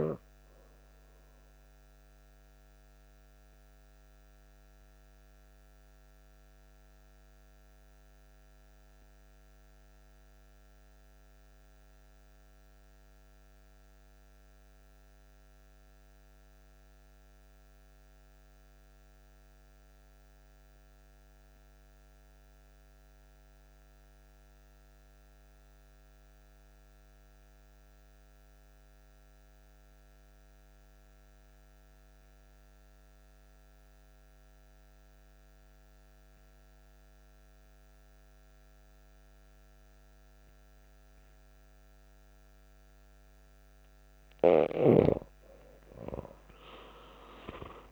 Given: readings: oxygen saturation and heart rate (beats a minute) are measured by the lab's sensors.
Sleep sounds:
breathing in sleep by a microphone on the trachea; 1
0.00-8.00 s: oxygen desaturation (device-marked, oxygen 91% lowest)
1.00-42.50 s: mixed apnea (oxygen 96% before, 89% lowest)
34.00-47.92 s: oxygen desaturation (device-marked, oxygen 97% before, 89% lowest)
44.50-47.92 s: arousal
From the record:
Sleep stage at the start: N2 (light sleep); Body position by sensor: on the back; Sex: male

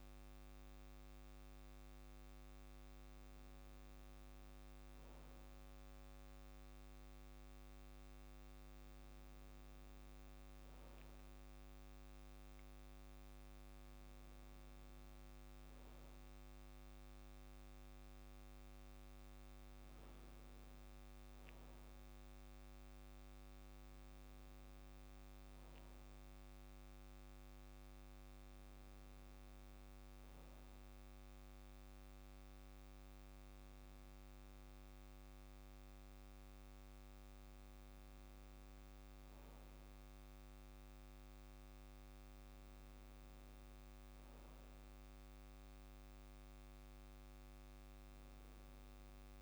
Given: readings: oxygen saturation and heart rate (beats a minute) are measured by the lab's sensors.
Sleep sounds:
breathing in sleep, hard to hear, by a microphone on the trachea; none
none scored
From the record:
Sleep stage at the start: N2 (light sleep); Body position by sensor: on the back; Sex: male

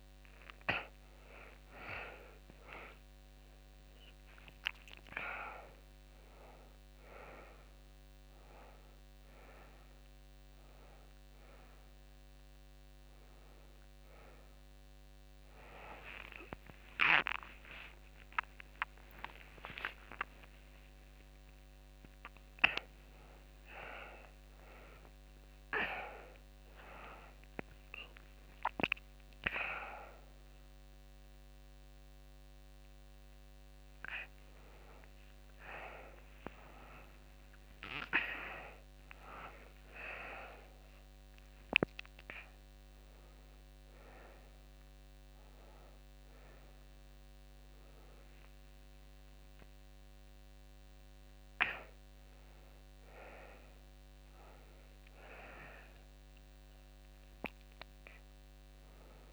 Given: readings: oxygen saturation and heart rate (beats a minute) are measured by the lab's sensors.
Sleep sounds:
a person awake in a sleep study, by a microphone on the trachea; none
none scored
From the record:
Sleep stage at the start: awake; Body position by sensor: on the back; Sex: female

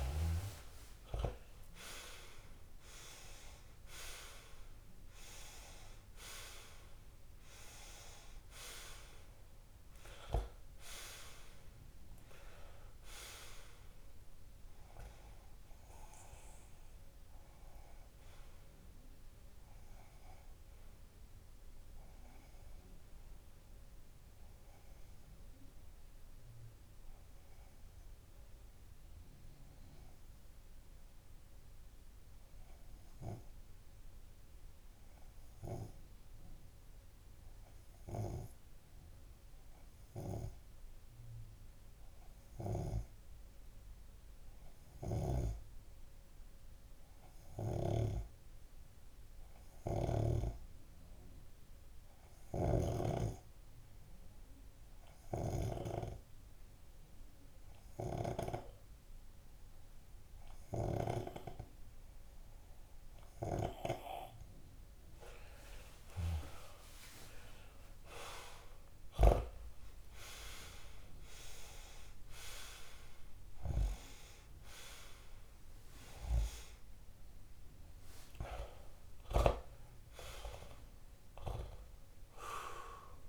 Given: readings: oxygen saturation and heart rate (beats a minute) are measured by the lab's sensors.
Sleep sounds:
breathing in sleep by a room microphone; 1
0.00-3.00 s: arousal
26.50-62.50 s: hypopnea (oxygen 95% before, 93% lowest)
48.00-53.50 s: snoring (device-marked)
56.50-82.50 s: oxygen desaturation (device-marked, oxygen 98% before, 93% lowest)
65.50-68.50 s: arousal
From the record:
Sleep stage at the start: N2 (light sleep); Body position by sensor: on the left side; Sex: male

